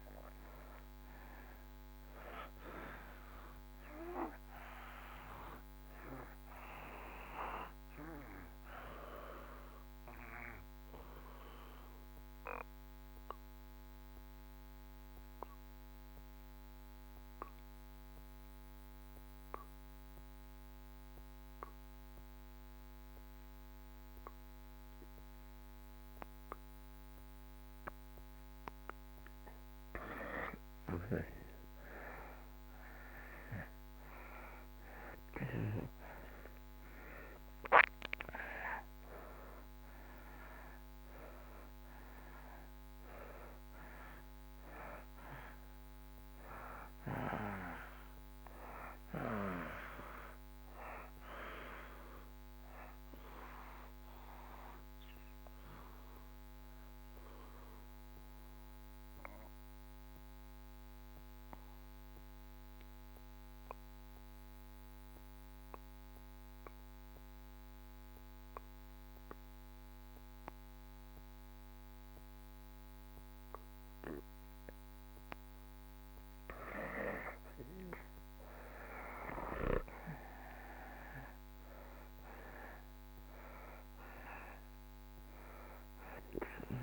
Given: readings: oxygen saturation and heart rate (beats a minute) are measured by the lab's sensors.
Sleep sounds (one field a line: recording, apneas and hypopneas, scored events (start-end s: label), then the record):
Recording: breathing in sleep by a microphone on the trachea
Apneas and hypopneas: 2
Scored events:
0.00-25.50 s: oxygen desaturation (device-marked, oxygen 80% lowest)
9.00-28.00 s: obstructive apnea (oxygen 97% before, 78% lowest)
28.50-34.00 s: arousal
33.50-65.50 s: oxygen desaturation (device-marked, oxygen 96% before, 78% lowest)
53.50-75.50 s: obstructive apnea (oxygen 96% before, 77% lowest)
77.50-86.82 s: oxygen desaturation (device-marked, oxygen 96% before, 77% lowest)
78.00-82.50 s: arousal
From the record:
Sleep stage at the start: N2 (light sleep)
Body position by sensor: on the back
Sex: male